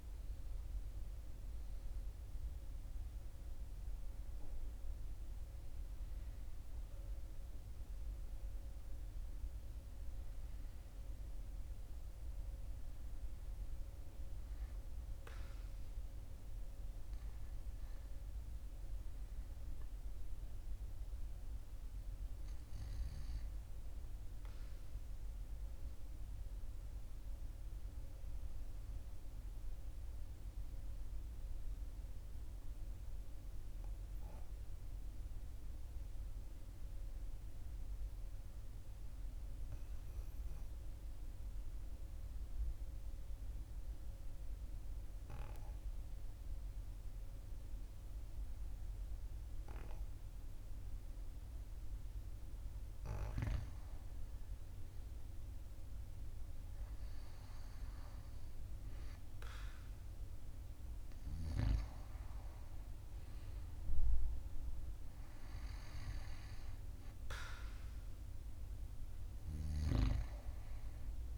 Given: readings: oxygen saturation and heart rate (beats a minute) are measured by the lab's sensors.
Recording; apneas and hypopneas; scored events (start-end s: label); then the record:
breathing in sleep by a room microphone; 1
25.00-54.50 s: obstructive apnea (oxygen 98% before, 93% lowest, heart rate 44 before, 42 extreme, up 2 after)
54.00-71.38 s: oxygen desaturation (device-marked, oxygen 98% before, 93% lowest, heart rate 42 before, 43 extreme)
56.50-61.00 s: arousal
From the record:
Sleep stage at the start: REM sleep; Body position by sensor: on the right side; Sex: male